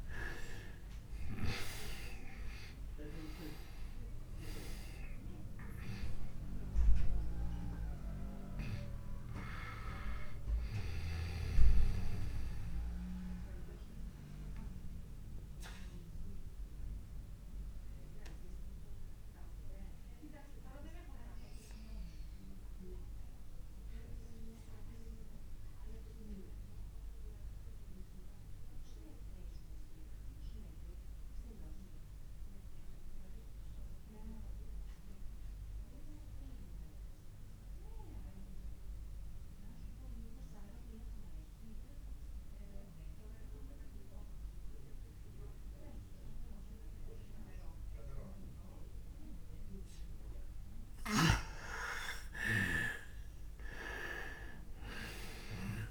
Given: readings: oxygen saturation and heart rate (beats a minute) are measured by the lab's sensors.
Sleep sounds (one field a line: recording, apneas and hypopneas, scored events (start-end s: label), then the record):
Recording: breathing in sleep by a room microphone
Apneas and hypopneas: 1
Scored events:
0.00-2.00 s: arousal
0.00-27.50 s: oxygen desaturation (device-marked, oxygen 84% lowest)
13.50-50.50 s: obstructive apnea (oxygen 99% before, 84% lowest)
48.50-55.90 s: oxygen desaturation (device-marked, oxygen 98% before, 84% lowest)
54.00-55.90 s: arousal
From the record:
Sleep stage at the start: N2 (light sleep)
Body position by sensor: on the back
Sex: male